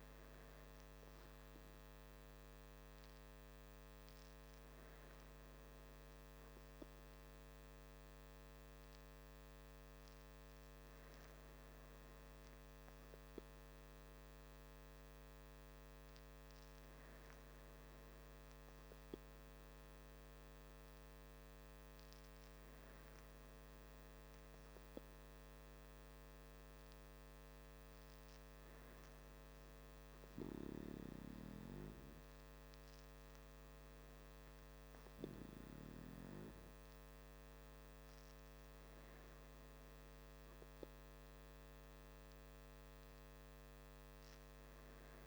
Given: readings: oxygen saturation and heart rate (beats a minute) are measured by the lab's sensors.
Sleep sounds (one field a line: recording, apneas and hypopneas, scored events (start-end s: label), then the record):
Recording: breathing in sleep by a microphone on the trachea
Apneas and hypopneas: none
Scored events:
none scored
From the record:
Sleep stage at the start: N2 (light sleep)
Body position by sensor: on the back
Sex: male